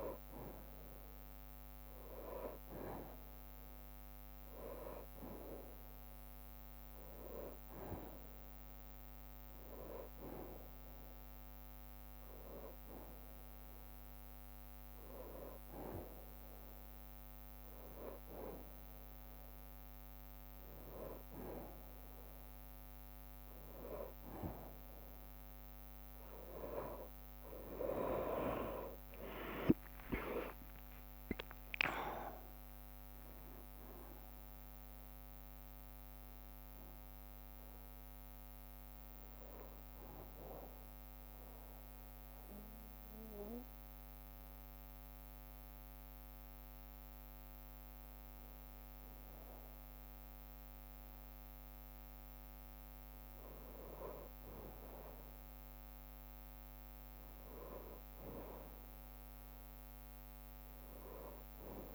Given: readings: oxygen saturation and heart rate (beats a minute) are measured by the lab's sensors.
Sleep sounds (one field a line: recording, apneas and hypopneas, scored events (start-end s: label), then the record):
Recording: breathing in sleep by a microphone on the trachea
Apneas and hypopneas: 1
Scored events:
0.00-6.50 s: drop in pulse transit time (device-marked, heart rate 56 extreme)
3.50-10.50 s: bradycardia (device-marked, heart rate 62 before, 57 extreme)
4.50-34.50 s: new sleep stage, N1 (lightest sleep)
24.50-30.50 s: bradycardia (device-marked, heart rate 62 before, 57 extreme)
29.50-34.50 s: arousal
32.50-45.50 s: drop in pulse transit time (device-marked, heart rate 62 before, 59 extreme)
34.50-61.95 s: new sleep stage, N2 (light sleep)
40.50-53.00 s: mixed apnea (oxygen 96% before, 94% lowest, heart rate 63 before, 50 extreme, up 4 after)
46.50-58.50 s: bradycardia (device-marked, heart rate 62 before, 50 extreme)
From the record:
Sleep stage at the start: N2 (light sleep)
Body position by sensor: on the back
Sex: male